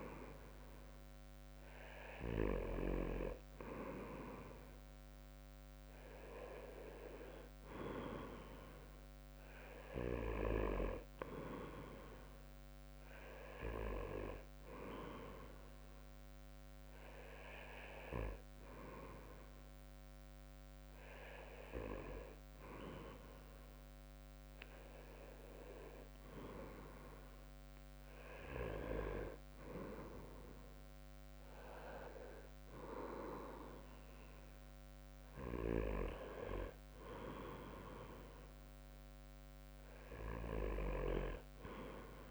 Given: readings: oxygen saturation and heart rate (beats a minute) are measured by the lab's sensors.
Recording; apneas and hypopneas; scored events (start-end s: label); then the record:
breathing in sleep by a microphone on the trachea; none
0.00-1.00 s: arousal
From the record:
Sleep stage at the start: N2 (light sleep); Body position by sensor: on the back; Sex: male